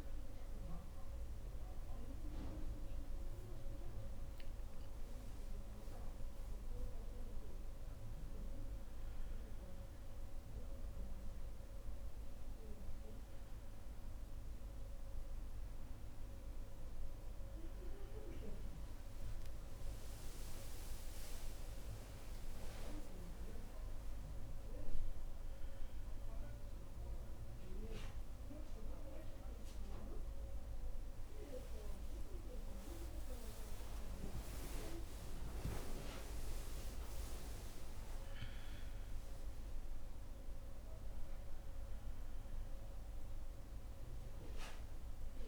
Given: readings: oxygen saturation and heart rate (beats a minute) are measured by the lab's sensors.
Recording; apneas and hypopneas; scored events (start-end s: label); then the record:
a person awake in a sleep study, by a room microphone; none
1.50-45.47 s: new sleep stage, awake
33.50-35.50 s: long interval between heartbeats (device-marked, heart rate 72 before, 81 extreme)
From the record:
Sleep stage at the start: N2 (light sleep); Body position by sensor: on the back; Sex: female